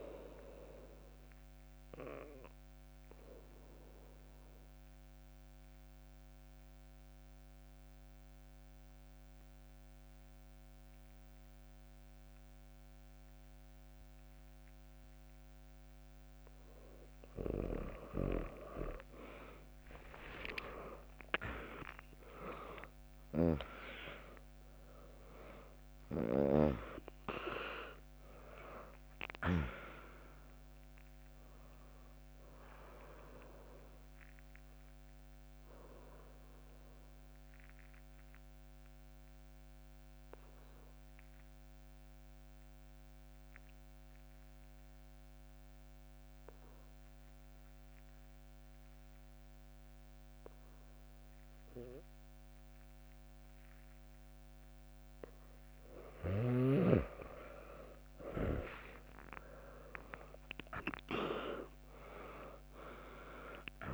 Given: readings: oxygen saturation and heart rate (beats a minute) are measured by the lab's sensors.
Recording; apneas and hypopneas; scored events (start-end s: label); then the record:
breathing in sleep by a microphone on the trachea; 2
0.00-6.00 s: oxygen desaturation (device-marked, oxygen 95% lowest, heart rate 60 extreme)
0.50-16.50 s: obstructive apnea (oxygen 100% before, 95% lowest, heart rate 80 before, 60 extreme)
19.00-23.00 s: arousal
23.00-36.00 s: drop in pulse transit time (device-marked, heart rate 73 before, 63 extreme)
23.00-44.00 s: oxygen desaturation (device-marked, oxygen 100% before, 96% lowest, heart rate 73 before, 60 extreme)
35.00-54.00 s: obstructive apnea (oxygen 100% before, 96% lowest, heart rate 71 before, 60 extreme, up 4 after)
58.50-63.00 s: arousal
61.00-63.93 s: drop in pulse transit time (device-marked, heart rate 67 before, 64 extreme)
61.00-63.93 s: oxygen desaturation (device-marked, oxygen 100% before, 96% lowest, heart rate 67 before, 62 extreme)
From the record:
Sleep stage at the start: N2 (light sleep); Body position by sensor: on the back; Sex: female